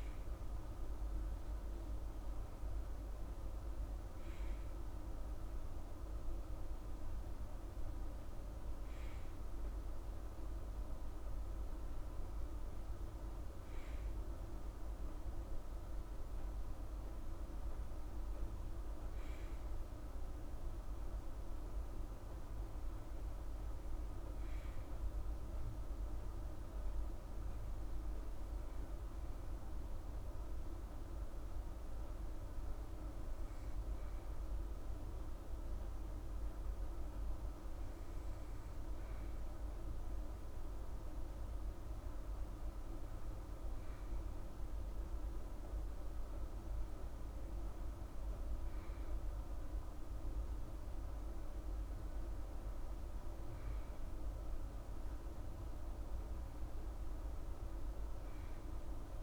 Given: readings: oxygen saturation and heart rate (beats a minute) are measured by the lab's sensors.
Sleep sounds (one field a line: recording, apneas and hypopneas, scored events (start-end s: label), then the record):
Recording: breathing in sleep, hard to hear, by a room microphone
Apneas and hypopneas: none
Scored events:
none scored
From the record:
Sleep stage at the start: N2 (light sleep)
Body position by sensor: on the right side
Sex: female